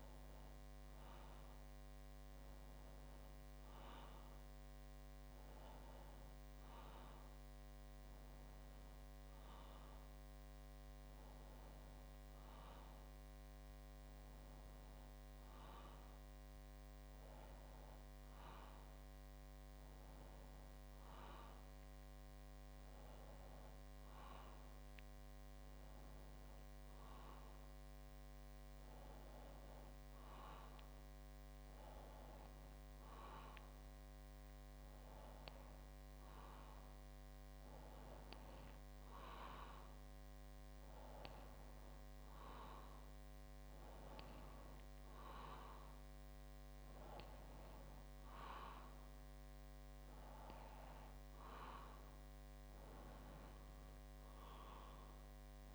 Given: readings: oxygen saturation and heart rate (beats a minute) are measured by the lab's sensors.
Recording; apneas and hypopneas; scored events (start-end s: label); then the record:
breathing in sleep by a microphone on the trachea; none
none scored
From the record:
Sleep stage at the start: N2 (light sleep); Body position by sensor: on the back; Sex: male